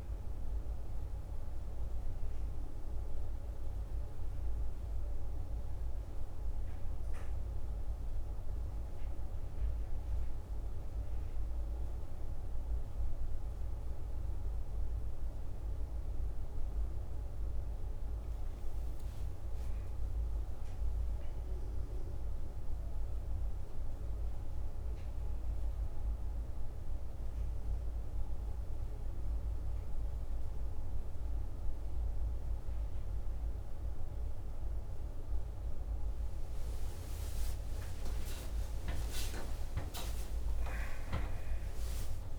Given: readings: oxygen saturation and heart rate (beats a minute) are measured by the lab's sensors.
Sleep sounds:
a person awake in a sleep study, hard to hear, by a room microphone; none
16.00-42.39 s: new sleep stage, awake
From the record:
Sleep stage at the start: N1 (lightest sleep); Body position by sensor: on the back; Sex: male

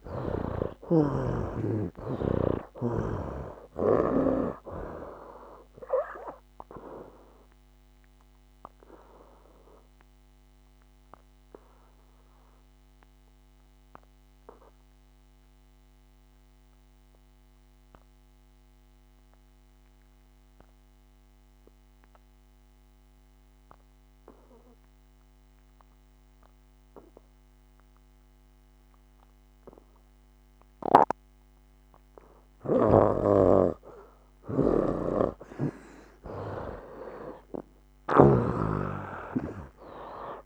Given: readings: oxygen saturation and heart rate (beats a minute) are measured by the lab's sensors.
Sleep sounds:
breathing in sleep by a microphone on the trachea; 1
0.00-1.00 s: arousal
0.00-28.50 s: oxygen desaturation (device-marked, oxygen 72% lowest, heart rate 63 extreme)
9.00-32.50 s: obstructive apnea (oxygen 98% before, 72% lowest, heart rate 72 before, 64 extreme, up 11 after)
32.50-40.46 s: snoring (device-marked)
36.00-40.46 s: arousal
37.50-40.46 s: oxygen desaturation (device-marked, oxygen 97% before, 75% lowest, heart rate 66 before, 67 extreme)
From the record:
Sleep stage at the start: N2 (light sleep); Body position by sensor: on the back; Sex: male

